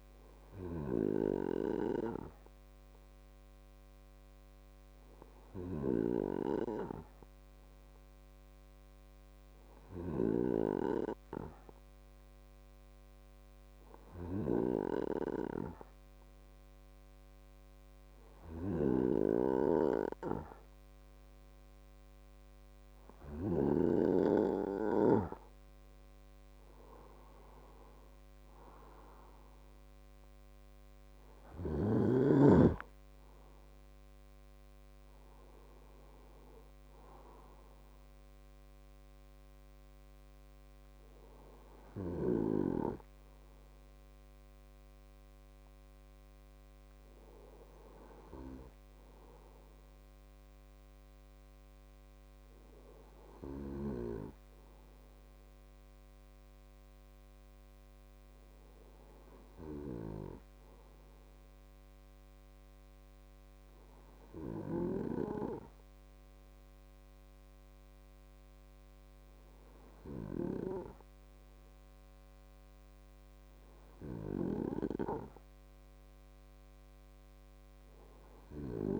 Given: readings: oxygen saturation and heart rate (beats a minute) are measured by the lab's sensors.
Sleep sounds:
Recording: breathing in sleep by a microphone on the trachea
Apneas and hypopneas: 1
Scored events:
13.00-25.00 s: hypopnea (oxygen 97% before, 94% lowest, heart rate 121 before, 59 extreme, up 15 after)
26.50-29.00 s: arousal
From the record:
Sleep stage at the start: N2 (light sleep)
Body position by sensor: on the right side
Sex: male

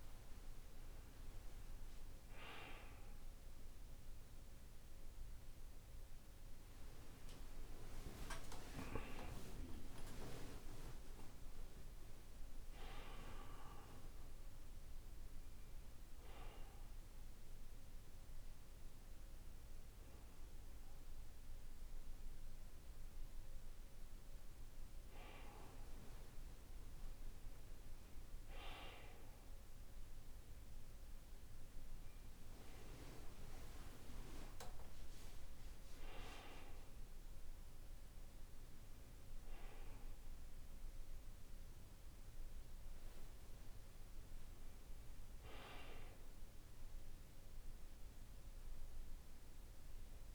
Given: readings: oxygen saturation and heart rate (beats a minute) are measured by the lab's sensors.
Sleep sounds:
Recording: a person awake in a sleep study, by a room microphone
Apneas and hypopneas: none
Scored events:
38.50-50.35 s: new sleep stage, N1 (lightest sleep)
From the record:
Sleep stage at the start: awake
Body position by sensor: on the back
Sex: male

